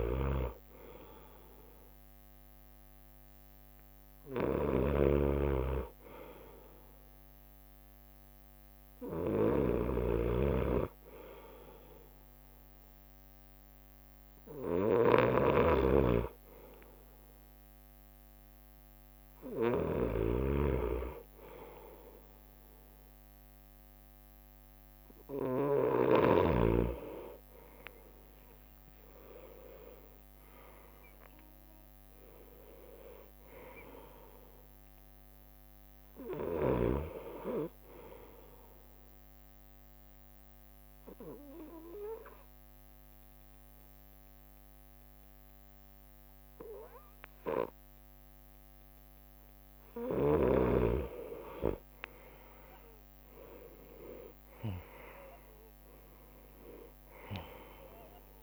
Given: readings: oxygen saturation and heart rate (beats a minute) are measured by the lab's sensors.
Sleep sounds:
breathing in sleep by a microphone on the trachea; 1
0.00-2.00 s: drop in pulse transit time (device-marked, heart rate 64 extreme)
0.00-27.00 s: snoring (device-marked)
27.50-34.00 s: leg movement (device-marked)
29.00-33.00 s: arousal
39.00-49.50 s: obstructive apnea (oxygen 95% before, 92% lowest, heart rate 67 before, 63 extreme, up 5 after)
45.00-54.00 s: drop in pulse transit time (device-marked, heart rate 67 before, 64 extreme)
51.00-58.43 s: leg movement (device-marked)
53.00-56.50 s: arousal
From the record:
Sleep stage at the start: N2 (light sleep); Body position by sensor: on the right side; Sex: male

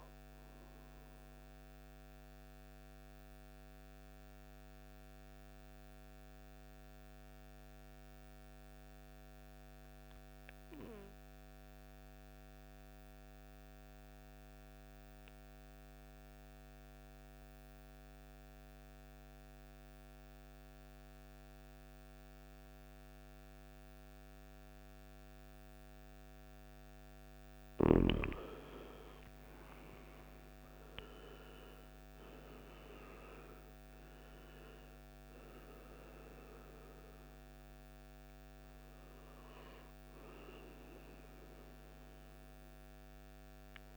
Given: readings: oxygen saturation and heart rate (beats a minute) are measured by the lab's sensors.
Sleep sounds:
breathing in sleep, hard to hear, by a microphone on the trachea; 1
0.00-9.00 s: oxygen desaturation (device-marked, oxygen 85% lowest, heart rate 52 extreme)
1.00-26.50 s: mixed apnea (oxygen 98% before, 85% lowest, heart rate 67 before, 52 extreme, up 20 after)
28.00-43.96 s: oxygen desaturation (device-marked, oxygen 98% before, 89% lowest, heart rate 57 before, 52 extreme)
28.50-34.00 s: arousal
From the record:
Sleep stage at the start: N2 (light sleep); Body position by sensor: on the right side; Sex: male

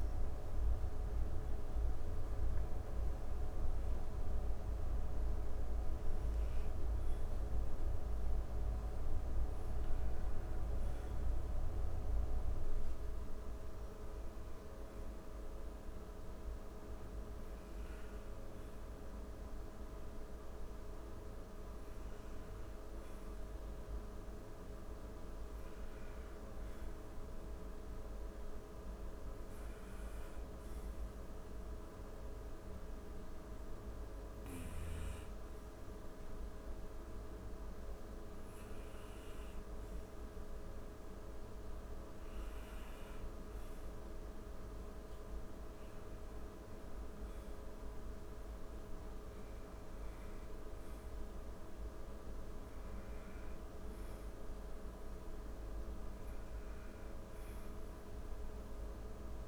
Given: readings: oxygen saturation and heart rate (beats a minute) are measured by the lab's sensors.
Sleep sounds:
a person awake in a sleep study, hard to hear, by a room microphone; none
36.00-59.48 s: new sleep stage, N1 (lightest sleep)
From the record:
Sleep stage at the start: awake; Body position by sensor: on the back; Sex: female

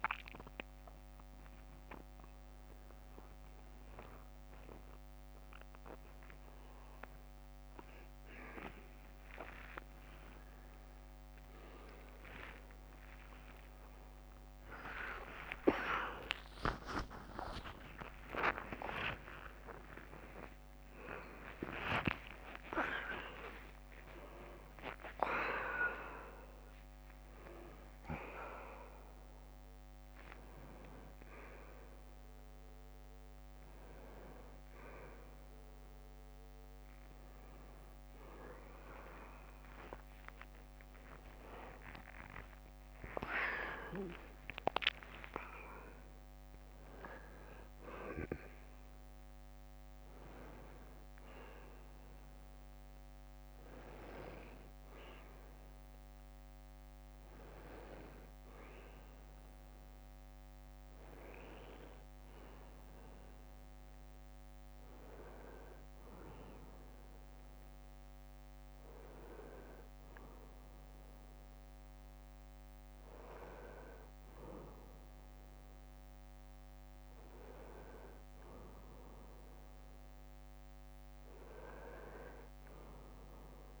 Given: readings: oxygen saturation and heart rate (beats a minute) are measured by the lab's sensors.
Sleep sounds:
a person awake in a sleep study, by a microphone on the trachea; none
13.50-18.50 s: tachycardia (device-marked, heart rate 88 before, 114 extreme)
22.50-26.50 s: tachycardia (device-marked, heart rate 89 before, 107 extreme)
38.50-45.50 s: tachycardia (device-marked, heart rate 89 before, 128 extreme)
From the record:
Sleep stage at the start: awake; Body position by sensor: on the right side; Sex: male

